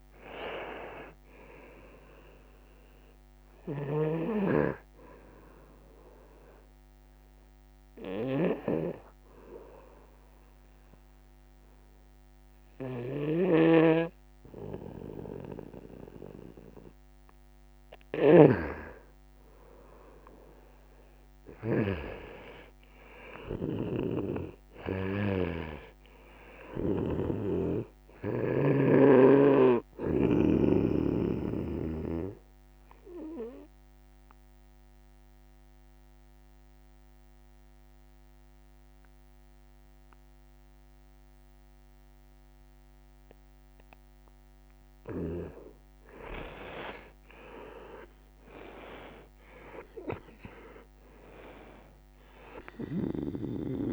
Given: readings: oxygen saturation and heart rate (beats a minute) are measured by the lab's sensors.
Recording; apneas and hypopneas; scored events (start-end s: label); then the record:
breathing in sleep by a microphone on the trachea; 2
0.00-24.50 s: oxygen desaturation (device-marked, oxygen 88% lowest, heart rate 68 extreme)
3.50-18.50 s: snoring (device-marked)
8.50-18.50 s: obstructive apnea (oxygen 98% before, 88% lowest, heart rate 72 before, 68 extreme, up 3 after)
21.00-25.00 s: arousal
25.00-28.50 s: snoring (device-marked)
29.50-44.50 s: obstructive apnea (oxygen 98% before, 90% lowest, heart rate 71 before, 68 extreme, up 3 after)
31.50-45.50 s: oxygen desaturation (device-marked, oxygen 98% before, 93% lowest, heart rate 71 before, 68 extreme)
47.50-51.50 s: arousal
52.50-53.93 s: oxygen desaturation (device-marked, oxygen 97% before, 90% lowest, heart rate 70 before, 69 extreme)
From the record:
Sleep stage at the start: N2 (light sleep); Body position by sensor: on the right side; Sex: male